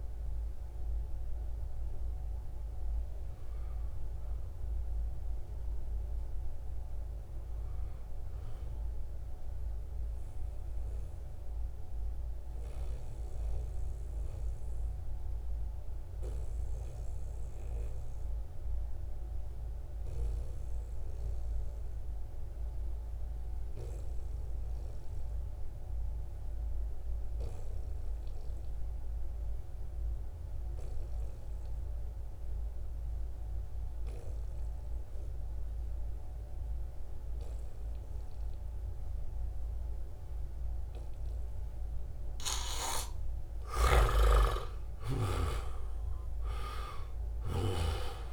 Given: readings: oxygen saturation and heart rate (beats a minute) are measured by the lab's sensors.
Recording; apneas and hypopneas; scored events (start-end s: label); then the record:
breathing in sleep by a room microphone; 1
0.00-8.50 s: oxygen desaturation (device-marked, oxygen 87% lowest, heart rate 63 extreme)
10.00-42.00 s: obstructive apnea (oxygen 95% before, 85% lowest, heart rate 79 before, 58 extreme, up 18 after)
31.50-48.33 s: oxygen desaturation (device-marked, oxygen 96% before, 85% lowest, heart rate 69 before, 58 extreme)
35.50-39.50 s: bradycardia (device-marked, heart rate 76 before, 59 extreme)
42.50-47.00 s: snoring (device-marked)
43.00-48.00 s: arousal
From the record:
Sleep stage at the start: N2 (light sleep); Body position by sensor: on the back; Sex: male